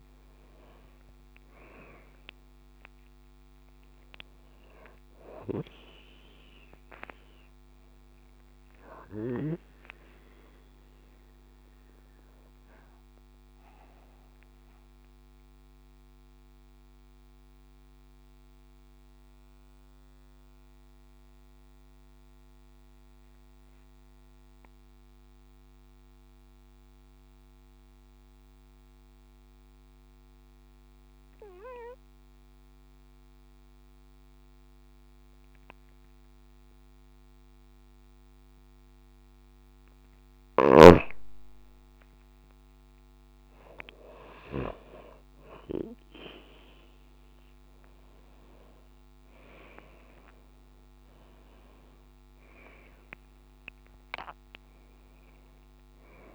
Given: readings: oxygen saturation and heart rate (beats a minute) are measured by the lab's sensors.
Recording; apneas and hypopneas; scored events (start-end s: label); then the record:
breathing in sleep by a microphone on the trachea; 1
1.00-29.00 s: oxygen desaturation (device-marked, oxygen 97% before, 93% lowest)
1.50-3.50 s: long interval between heartbeats (device-marked)
16.00-39.00 s: mixed apnea (oxygen 98% before, 91% lowest)
40.50-42.50 s: long interval between heartbeats (device-marked)
43.00-56.35 s: oxygen desaturation (device-marked, oxygen 97% before, 91% lowest)
44.50-50.50 s: arousal
46.00-48.00 s: long interval between heartbeats (device-marked)
49.00-51.00 s: long interval between heartbeats (device-marked)
52.50-54.50 s: long interval between heartbeats (device-marked)
From the record:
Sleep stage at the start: N2 (light sleep); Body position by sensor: on the right side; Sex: female